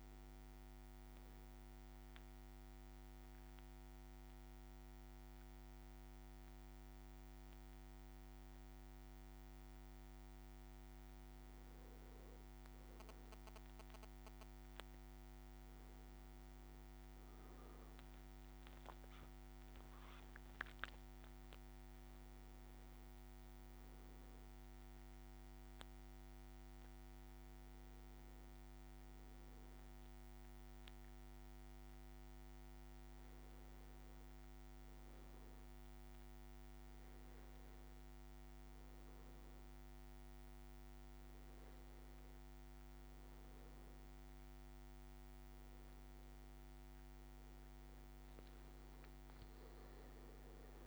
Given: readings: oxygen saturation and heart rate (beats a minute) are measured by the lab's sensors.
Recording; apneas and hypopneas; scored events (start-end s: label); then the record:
breathing in sleep, hard to hear, by a microphone on the trachea; 1
1.50-12.00 s: central apnea (oxygen 98% before, 97% lowest, heart rate 59 before, 56 extreme, up 3 after)
14.50-19.00 s: arousal
From the record:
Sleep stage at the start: N2 (light sleep); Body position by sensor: on the back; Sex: male